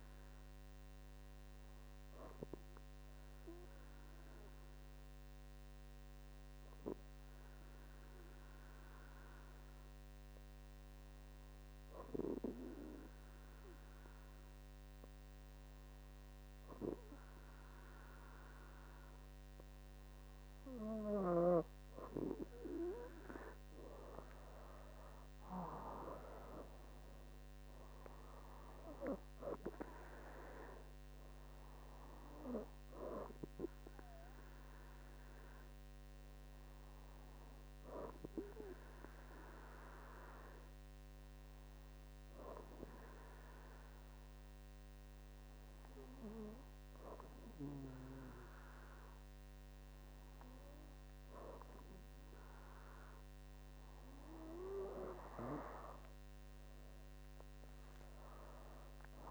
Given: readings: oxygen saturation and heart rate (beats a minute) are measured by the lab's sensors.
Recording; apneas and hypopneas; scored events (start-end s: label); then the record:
breathing in sleep by a microphone on the trachea; 2
4.50-22.50 s: obstructive apnea (oxygen 99% before, 96% lowest, heart rate 67 before, 62 extreme, up 8 after)
26.50-29.50 s: arousal
34.50-53.00 s: hypopnea (oxygen 98% before, 95% lowest, heart rate 68 before, 62 extreme, up 9 after)
55.50-59.00 s: arousal
From the record:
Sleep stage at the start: N2 (light sleep); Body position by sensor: on the back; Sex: female